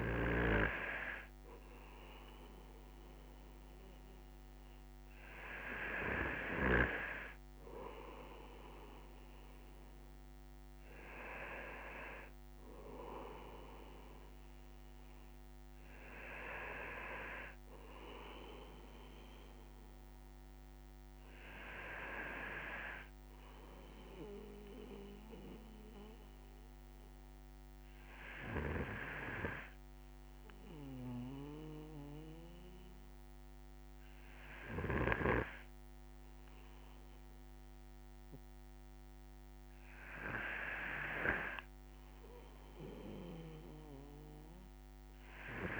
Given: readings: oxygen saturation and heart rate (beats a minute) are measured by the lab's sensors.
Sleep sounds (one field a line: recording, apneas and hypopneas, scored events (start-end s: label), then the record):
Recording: breathing in sleep by a microphone on the trachea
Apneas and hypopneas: none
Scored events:
none scored
From the record:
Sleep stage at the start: N2 (light sleep)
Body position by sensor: on the right side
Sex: male